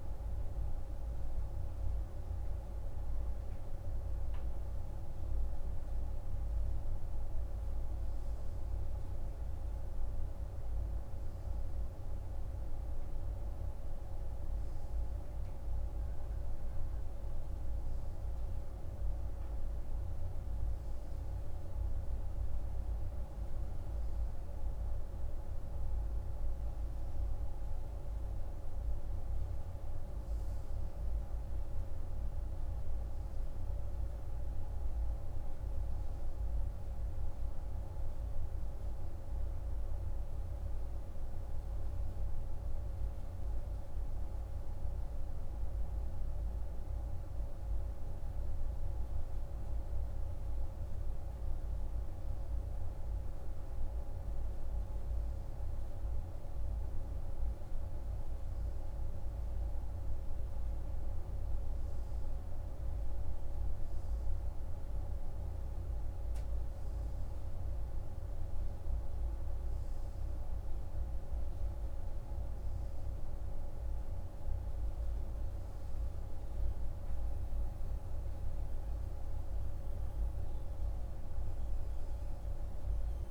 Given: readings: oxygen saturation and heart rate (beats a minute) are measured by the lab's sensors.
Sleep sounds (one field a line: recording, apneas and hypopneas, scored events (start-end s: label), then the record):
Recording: breathing in sleep, hard to hear, by a room microphone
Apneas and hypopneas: none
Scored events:
none scored
From the record:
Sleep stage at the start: N2 (light sleep)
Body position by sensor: on the right side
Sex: male